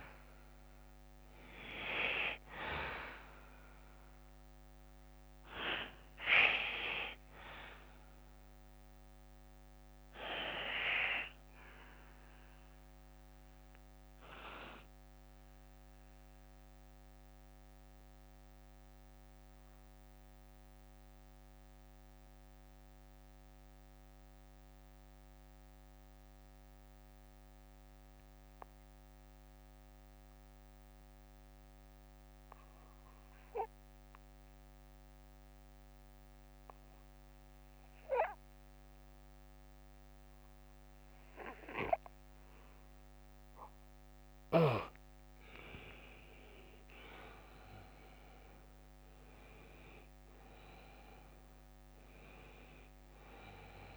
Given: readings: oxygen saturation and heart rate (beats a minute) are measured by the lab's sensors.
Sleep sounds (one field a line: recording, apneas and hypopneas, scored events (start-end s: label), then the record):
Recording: breathing in sleep by a microphone on the trachea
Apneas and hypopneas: 1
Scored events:
0.00-7.00 s: bradycardia (device-marked, heart rate 60 before, 58 extreme)
10.00-25.00 s: bradycardia (device-marked, heart rate 59 before, 50 extreme)
15.50-42.50 s: mixed apnea (oxygen 98% before, 92% lowest, heart rate 60 before, 53 extreme, up 23 after)
17.00-53.97 s: new sleep stage, N2 (light sleep)
21.00-30.00 s: oxygen desaturation (device-marked, oxygen 98% before, 92% lowest, heart rate 57 before, 56 extreme)
31.00-40.00 s: bradycardia (device-marked, heart rate 60 before, 57 extreme)
42.00-48.00 s: oxygen desaturation (device-marked, oxygen 98% before, 95% lowest, heart rate 60 before, 52 extreme)
47.50-52.50 s: arousal
From the record:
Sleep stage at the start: REM sleep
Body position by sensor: on the back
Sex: male